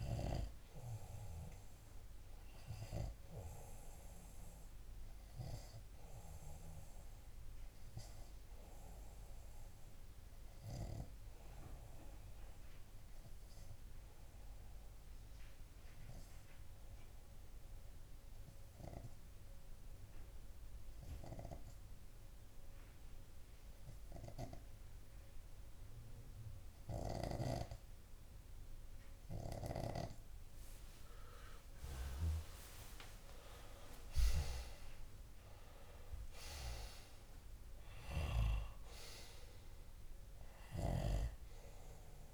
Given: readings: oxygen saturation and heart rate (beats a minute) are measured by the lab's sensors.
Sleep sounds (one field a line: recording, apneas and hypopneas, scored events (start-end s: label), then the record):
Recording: breathing in sleep by a room microphone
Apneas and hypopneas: 1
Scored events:
6.00-29.50 s: obstructive apnea (oxygen 99% before, 94% lowest)
30.50-34.00 s: arousal
From the record:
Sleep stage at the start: N2 (light sleep)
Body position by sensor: on the left side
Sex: male